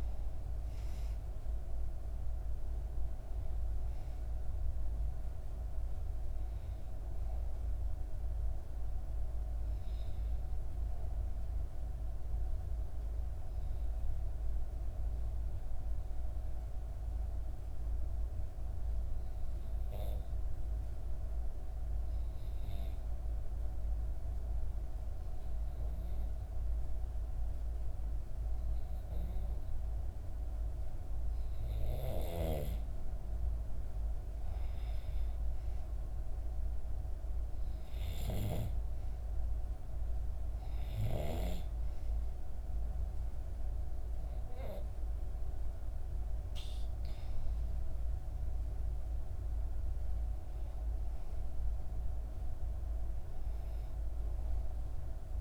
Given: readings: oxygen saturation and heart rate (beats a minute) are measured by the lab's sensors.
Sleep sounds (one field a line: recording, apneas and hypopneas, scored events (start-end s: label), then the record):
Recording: breathing in sleep, hard to hear, by a room microphone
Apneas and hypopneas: 1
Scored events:
0.00-19.00 s: oxygen desaturation (device-marked, oxygen 90% lowest, heart rate 57 extreme)
9.00-30.00 s: obstructive apnea (oxygen 97% before, 90% lowest, heart rate 61 before, 57 extreme, up 0 after)
30.00-35.00 s: arousal
35.00-53.00 s: oxygen desaturation (device-marked, oxygen 97% before, 91% lowest, heart rate 59 before, 59 extreme)
From the record:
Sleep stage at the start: N2 (light sleep)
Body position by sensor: on the back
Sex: female